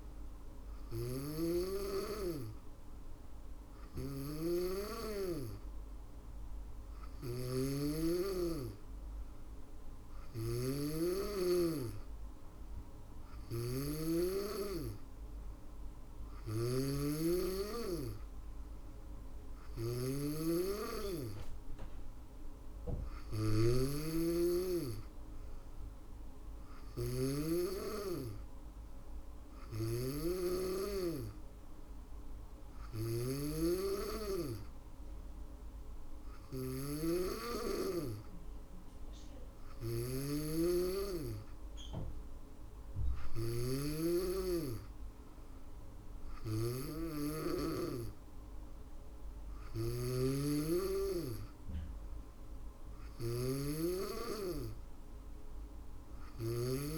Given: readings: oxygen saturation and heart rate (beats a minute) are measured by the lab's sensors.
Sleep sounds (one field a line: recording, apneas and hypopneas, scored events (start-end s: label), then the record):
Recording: breathing in sleep by a room microphone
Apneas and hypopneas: none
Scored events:
0.00-46.50 s: snoring (device-marked)
48.50-56.98 s: snoring (device-marked)
From the record:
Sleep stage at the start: N2 (light sleep)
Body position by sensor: on the back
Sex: female